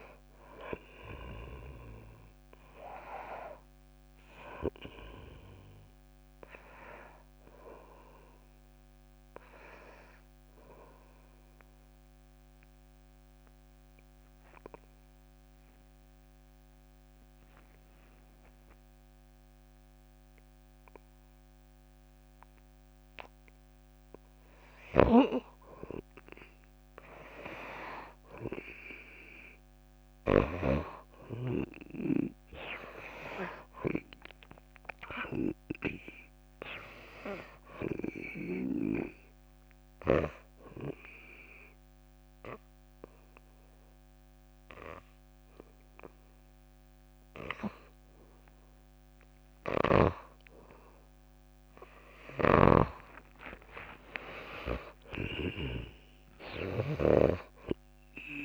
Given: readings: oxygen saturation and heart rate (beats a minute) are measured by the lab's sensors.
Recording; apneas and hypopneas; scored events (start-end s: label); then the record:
breathing in sleep by a microphone on the trachea; 2
0.00-8.00 s: oxygen desaturation (device-marked, oxygen 80% lowest)
8.00-25.00 s: obstructive apnea (oxygen 97% before, 88% lowest)
25.00-31.00 s: oxygen desaturation (device-marked, oxygen 98% before, 95% lowest)
25.50-30.00 s: arousal
37.00-50.00 s: oxygen desaturation (device-marked, oxygen 97% before, 88% lowest)
38.50-50.50 s: obstructive apnea (oxygen 98% before, 68% lowest)
52.50-57.50 s: snoring (device-marked)
53.50-58.45 s: arousal
From the record:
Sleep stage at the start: N2 (light sleep); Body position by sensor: on the back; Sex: female